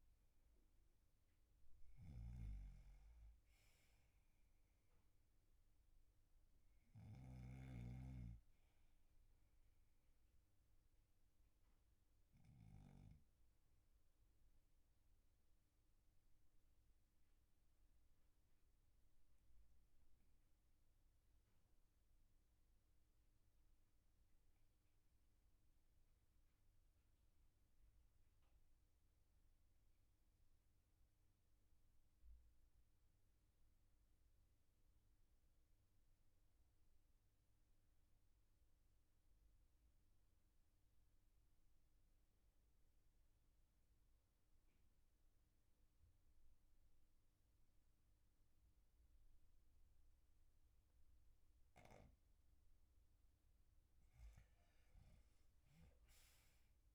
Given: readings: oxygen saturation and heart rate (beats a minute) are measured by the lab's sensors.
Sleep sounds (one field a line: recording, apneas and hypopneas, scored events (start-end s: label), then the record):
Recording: breathing in sleep, hard to hear, by a room microphone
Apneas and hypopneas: 1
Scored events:
2.50-8.00 s: snoring (device-marked)
12.00-52.50 s: obstructive apnea (oxygen 99% before, 89% lowest, heart rate 47 before, 35 extreme, up 12 after)
54.50-56.95 s: arousal
From the record:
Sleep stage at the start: N2 (light sleep)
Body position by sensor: on the back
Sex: male